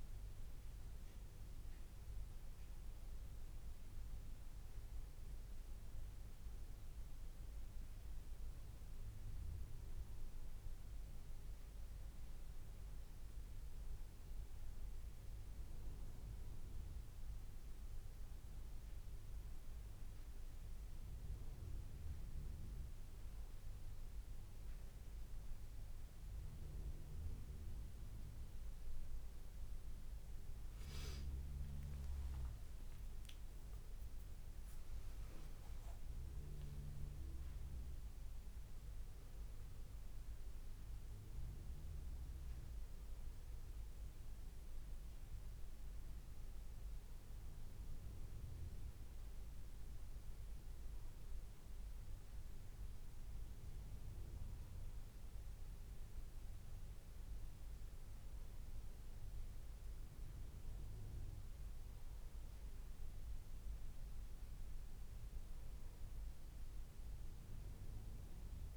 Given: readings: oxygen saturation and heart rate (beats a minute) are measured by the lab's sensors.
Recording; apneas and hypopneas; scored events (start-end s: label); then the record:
breathing in sleep, hard to hear, by a room microphone; none
none scored
From the record:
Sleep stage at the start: N2 (light sleep); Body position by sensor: on the back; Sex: male